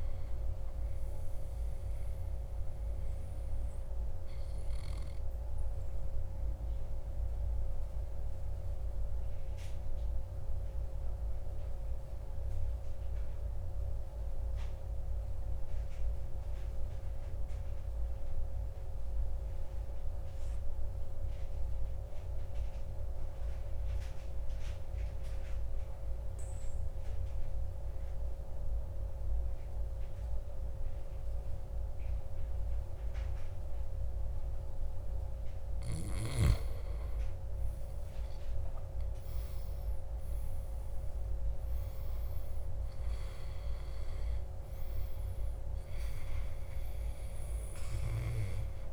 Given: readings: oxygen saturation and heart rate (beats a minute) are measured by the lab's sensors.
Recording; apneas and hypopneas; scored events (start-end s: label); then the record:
breathing in sleep, hard to hear, by a room microphone; 1
5.00-24.00 s: oxygen desaturation (device-marked, oxygen 99% before, 95% lowest, heart rate 59 before, 54 extreme)
8.00-36.50 s: obstructive apnea (oxygen 99% before, 95% lowest, heart rate 58 before, 55 extreme, up 12 after)
38.00-42.00 s: arousal
38.00-48.93 s: oxygen desaturation (device-marked, oxygen 100% before, 95% lowest, heart rate 57 before, 55 extreme)
41.00-48.93 s: new sleep stage, N1 (lightest sleep)
From the record:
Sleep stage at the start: N2 (light sleep); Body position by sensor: on the back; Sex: male